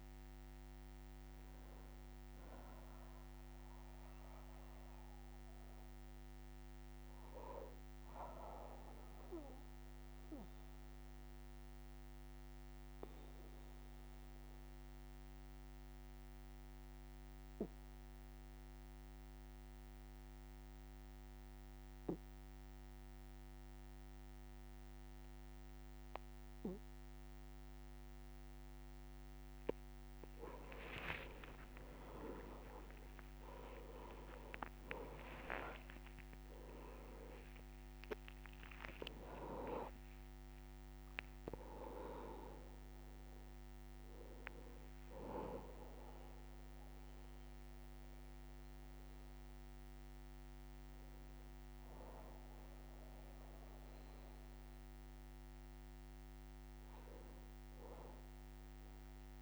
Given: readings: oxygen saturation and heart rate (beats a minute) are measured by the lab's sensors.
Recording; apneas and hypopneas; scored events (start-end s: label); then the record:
a person partly awake in a sleep study, by a microphone on the trachea; 1
9.50-28.50 s: obstructive apnea (oxygen 99% before, 91% lowest, heart rate 82 before, 60 extreme, up 5 after)
26.00-55.00 s: oxygen desaturation (device-marked, oxygen 99% before, 91% lowest, heart rate 61 before, 61 extreme)
34.00-59.42 s: new sleep stage, awake
38.50-40.50 s: long interval between heartbeats (device-marked, heart rate 62 before, 79 extreme)
From the record:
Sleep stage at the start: N2 (light sleep); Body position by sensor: on the back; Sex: male